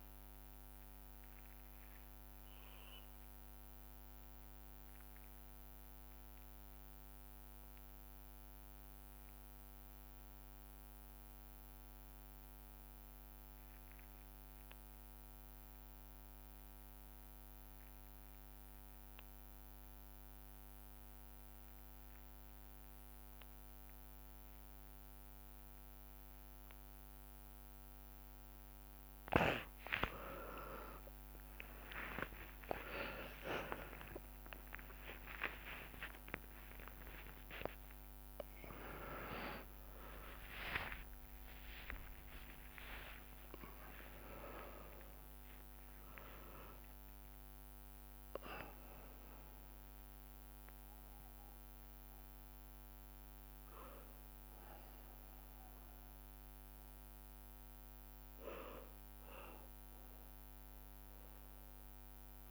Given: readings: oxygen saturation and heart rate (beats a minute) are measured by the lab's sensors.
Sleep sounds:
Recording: breathing in sleep by a microphone on the trachea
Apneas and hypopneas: 1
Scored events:
0.00-11.00 s: oxygen desaturation (device-marked, oxygen 84% lowest)
0.50-29.50 s: obstructive apnea (oxygen 99% before, 82% lowest)
25.00-62.00 s: oxygen desaturation (device-marked, oxygen 99% before, 82% lowest)
30.50-36.50 s: arousal
33.00-62.50 s: new sleep stage, N1 (lightest sleep)
35.50-37.50 s: long interval between heartbeats (device-marked)
53.00-60.00 s: bradycardia (device-marked)
From the record:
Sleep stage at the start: REM sleep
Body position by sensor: on the back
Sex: male

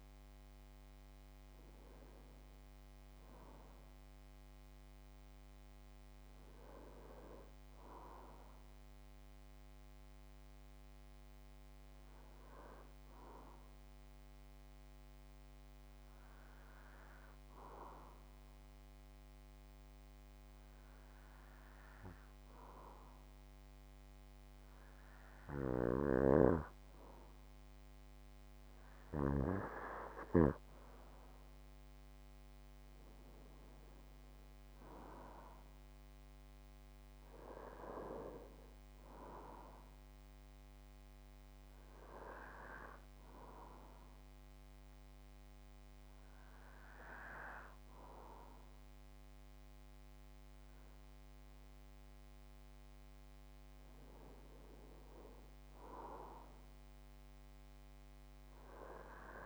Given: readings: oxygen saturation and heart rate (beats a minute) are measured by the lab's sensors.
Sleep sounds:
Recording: breathing in sleep by a microphone on the trachea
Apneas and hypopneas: 2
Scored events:
12.00-25.50 s: hypopnea (oxygen 95% before, 91% lowest)
28.50-32.00 s: arousal
33.00-55.00 s: oxygen desaturation (device-marked, oxygen 95% before, 91% lowest)
43.00-53.00 s: hypopnea (oxygen 95% before, 91% lowest)
56.00-59.00 s: arousal
From the record:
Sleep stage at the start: N2 (light sleep)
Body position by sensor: on the back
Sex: male

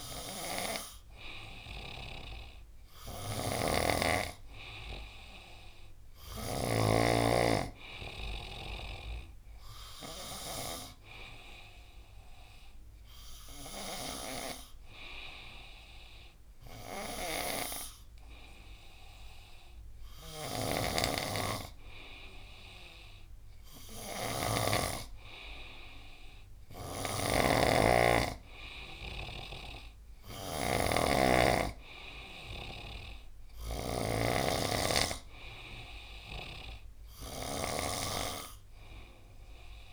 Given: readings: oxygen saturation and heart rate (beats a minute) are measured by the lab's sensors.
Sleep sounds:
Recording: breathing in sleep by a room microphone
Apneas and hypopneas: none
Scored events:
3.00-6.50 s: snoring (device-marked)
20.00-24.50 s: snoring (device-marked)
26.50-39.93 s: snoring (device-marked)
From the record:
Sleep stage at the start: N2 (light sleep)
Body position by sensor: on the right side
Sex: male

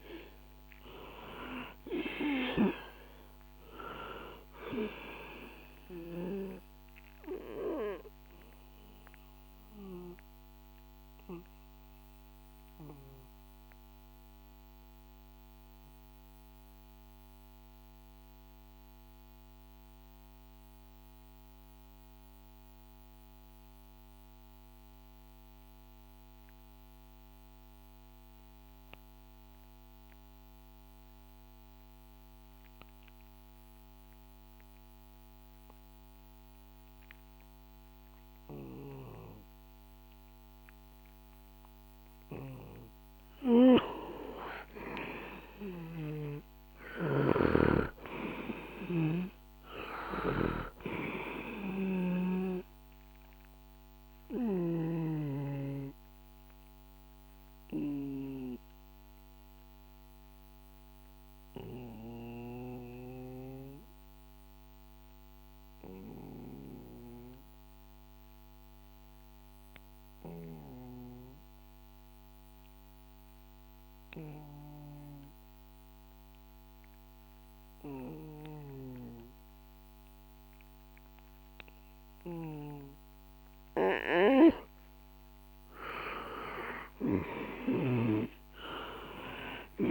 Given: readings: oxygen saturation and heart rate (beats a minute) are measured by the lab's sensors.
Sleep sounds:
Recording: breathing in sleep by a microphone on the trachea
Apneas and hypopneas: 2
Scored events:
0.00-2.00 s: arousal
0.00-26.50 s: oxygen desaturation (device-marked, oxygen 89% lowest, heart rate 58 extreme)
8.00-42.50 s: mixed apnea (oxygen 98% before, 88% lowest, heart rate 65 before, 58 extreme, up 7 after)
44.50-71.50 s: oxygen desaturation (device-marked, oxygen 97% before, 88% lowest, heart rate 64 before, 60 extreme)
45.00-49.00 s: arousal
46.00-54.50 s: snoring (device-marked)
54.50-83.50 s: obstructive apnea (oxygen 99% before, 88% lowest, heart rate 65 before, 58 extreme, up 5 after)
85.50-89.90 s: oxygen desaturation (device-marked, oxygen 98% before, 88% lowest, heart rate 62 before, 58 extreme)
86.50-89.90 s: arousal
From the record:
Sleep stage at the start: N2 (light sleep)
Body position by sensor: on the back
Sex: male

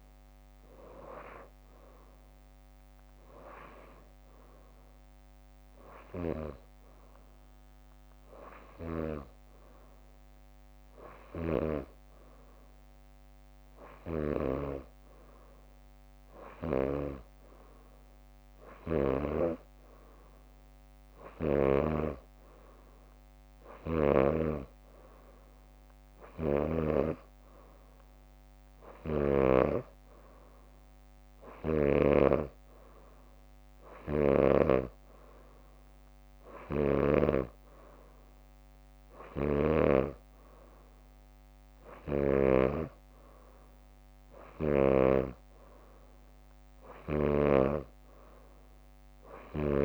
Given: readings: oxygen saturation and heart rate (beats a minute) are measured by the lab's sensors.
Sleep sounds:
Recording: breathing in sleep by a microphone on the trachea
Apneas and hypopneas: none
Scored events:
0.00-8.50 s: drop in pulse transit time (device-marked, heart rate 62 extreme)
26.50-32.00 s: snoring (device-marked)
From the record:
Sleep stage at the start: N2 (light sleep)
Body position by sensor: on the back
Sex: female

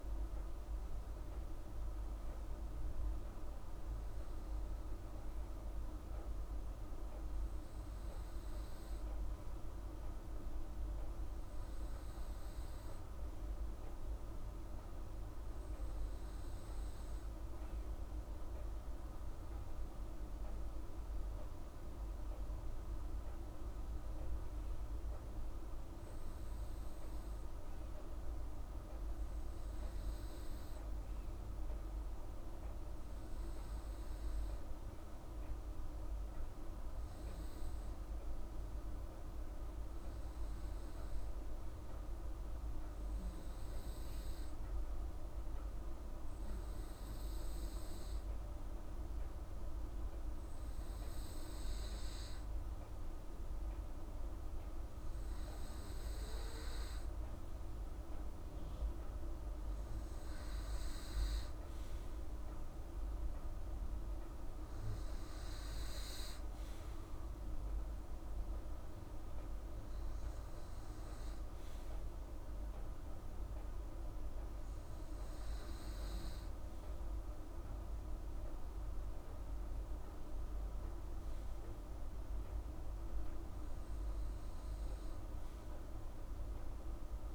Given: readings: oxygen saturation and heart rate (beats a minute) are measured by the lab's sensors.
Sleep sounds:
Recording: breathing in sleep, hard to hear, by a room microphone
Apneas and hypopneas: none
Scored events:
none scored
From the record:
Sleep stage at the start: N2 (light sleep)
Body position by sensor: on the right side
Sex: female

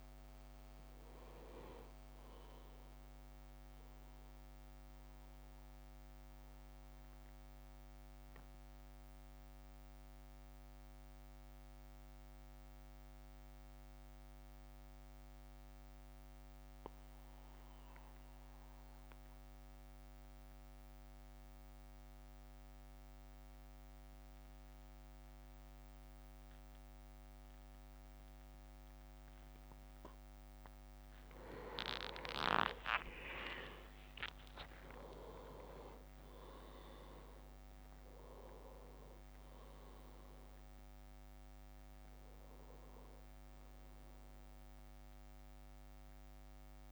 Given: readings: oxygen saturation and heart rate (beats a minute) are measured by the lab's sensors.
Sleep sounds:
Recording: breathing in sleep by a microphone on the trachea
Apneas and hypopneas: 1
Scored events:
0.00-3.00 s: drop in pulse transit time (device-marked, heart rate 55 extreme)
5.00-31.50 s: mixed apnea (oxygen 100% before, 93% lowest, heart rate 58 before, 52 extreme, up 8 after)
32.00-46.92 s: oxygen desaturation (device-marked, oxygen 99% before, 95% lowest, heart rate 55 before, 52 extreme)
32.50-37.00 s: arousal
33.50-37.00 s: leg movement (device-marked)
34.00-46.92 s: drop in pulse transit time (device-marked, heart rate 54 before, 54 extreme)
From the record:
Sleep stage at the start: N2 (light sleep)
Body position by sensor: on the back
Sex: male

